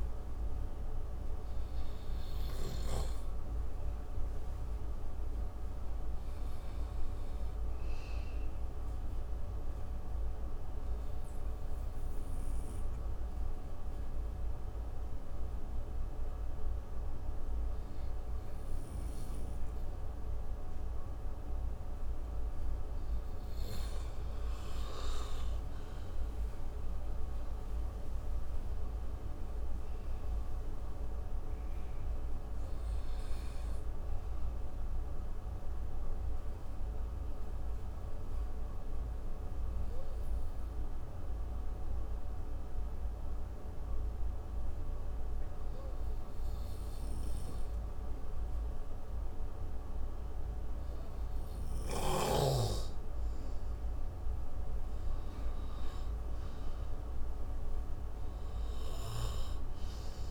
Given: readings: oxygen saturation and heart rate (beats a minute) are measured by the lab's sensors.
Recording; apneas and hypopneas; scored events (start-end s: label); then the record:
breathing in sleep, hard to hear, by a room microphone; 2
9.00-22.00 s: obstructive apnea (oxygen 97% before, 91% lowest)
26.00-30.00 s: arousal
31.00-40.00 s: oxygen desaturation (device-marked, oxygen 96% before, 92% lowest)
35.00-53.00 s: obstructive apnea (oxygen 96% before, 91% lowest)
55.00-58.50 s: arousal
From the record:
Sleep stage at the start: N2 (light sleep); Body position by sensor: on the right side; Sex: male